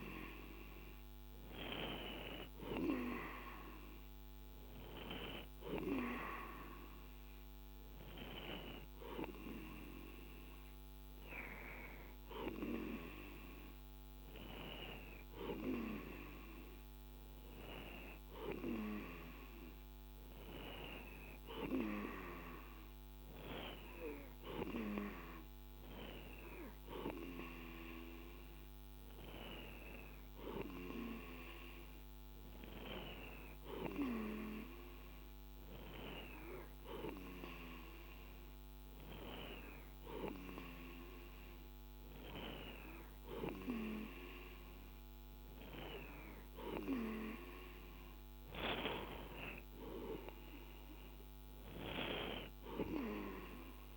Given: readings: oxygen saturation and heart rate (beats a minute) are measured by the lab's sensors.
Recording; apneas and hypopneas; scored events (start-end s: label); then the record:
breathing in sleep by a microphone on the trachea; none
none scored
From the record:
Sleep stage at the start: N2 (light sleep); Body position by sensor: on the right side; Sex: male